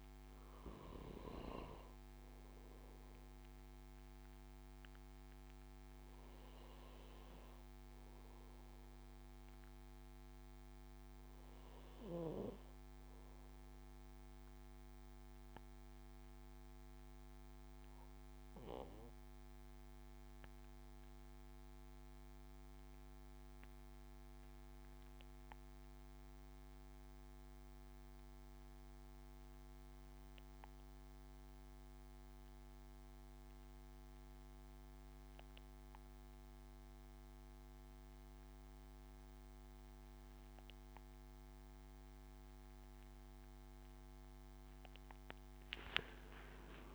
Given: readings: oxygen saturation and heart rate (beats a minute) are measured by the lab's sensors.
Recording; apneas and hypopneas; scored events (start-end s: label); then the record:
breathing in sleep by a microphone on the trachea; 1
0.00-12.50 s: oxygen desaturation (device-marked, oxygen 90% lowest, heart rate 63 extreme)
3.00-42.50 s: obstructive apnea (oxygen 96% before, 87% lowest, heart rate 80 before, 64 extreme, up 16 after)
31.50-46.95 s: oxygen desaturation (device-marked, oxygen 99% before, 87% lowest, heart rate 73 before, 64 extreme)
45.50-46.95 s: arousal
From the record:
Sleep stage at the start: N2 (light sleep); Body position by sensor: on the back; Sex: male